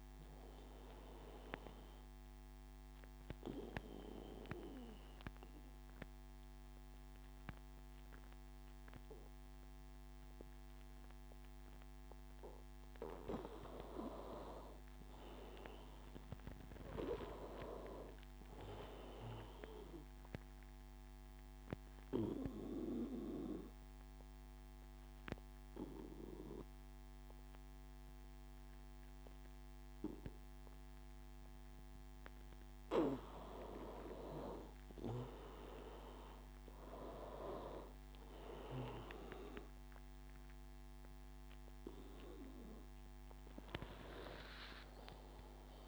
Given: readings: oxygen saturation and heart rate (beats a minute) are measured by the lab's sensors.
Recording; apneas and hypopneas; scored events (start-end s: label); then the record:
breathing in sleep by a microphone on the trachea; 2
0.00-17.50 s: oxygen desaturation (device-marked, oxygen 91% lowest, heart rate 82 extreme)
2.50-13.50 s: obstructive apnea (oxygen 97% before, 91% lowest, heart rate 88 before, 82 extreme, up 9 after)
16.00-19.50 s: arousal
22.50-33.50 s: obstructive apnea (oxygen 97% before, 91% lowest, heart rate 87 before, 82 extreme, up 7 after)
35.50-39.00 s: arousal
43.50-45.88 s: oxygen desaturation (device-marked, oxygen 96% before, 91% lowest, heart rate 87 before, 82 extreme)
From the record:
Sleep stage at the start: N2 (light sleep); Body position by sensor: on the back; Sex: male